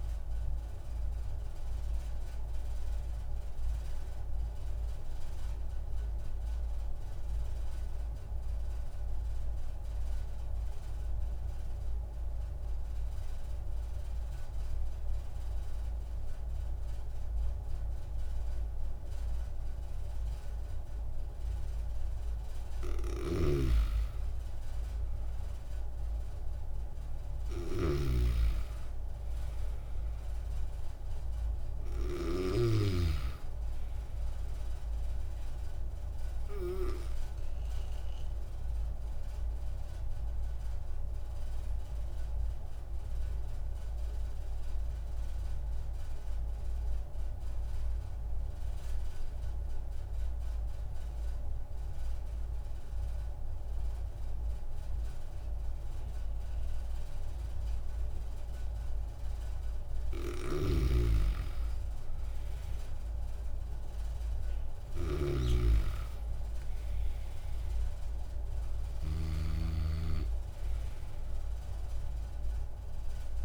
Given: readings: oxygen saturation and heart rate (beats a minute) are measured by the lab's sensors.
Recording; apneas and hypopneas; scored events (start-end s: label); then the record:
breathing in sleep by a room microphone; 2
1.50-22.50 s: obstructive apnea (oxygen 98% before, 92% lowest)
18.00-46.00 s: oxygen desaturation (device-marked, oxygen 97% before, 92% lowest)
23.00-33.00 s: snoring (device-marked)
24.50-27.50 s: arousal
36.50-59.00 s: obstructive apnea (oxygen 97% before, 92% lowest)
60.00-73.45 s: new sleep stage, awake
60.00-73.45 s: snoring (device-marked)
From the record:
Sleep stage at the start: N2 (light sleep); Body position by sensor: on the back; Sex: male